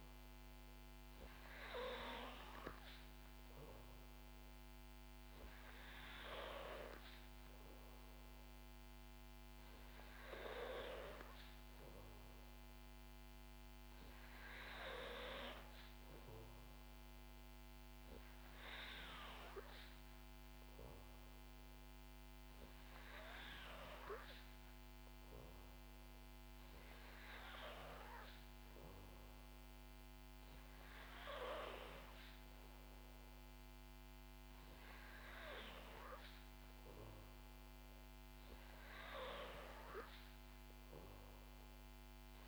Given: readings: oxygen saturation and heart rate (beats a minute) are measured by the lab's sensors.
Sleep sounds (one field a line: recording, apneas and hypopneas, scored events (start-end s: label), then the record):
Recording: breathing in sleep by a microphone on the trachea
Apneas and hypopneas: none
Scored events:
none scored
From the record:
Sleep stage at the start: N3 (deep sleep)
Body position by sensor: on the back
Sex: female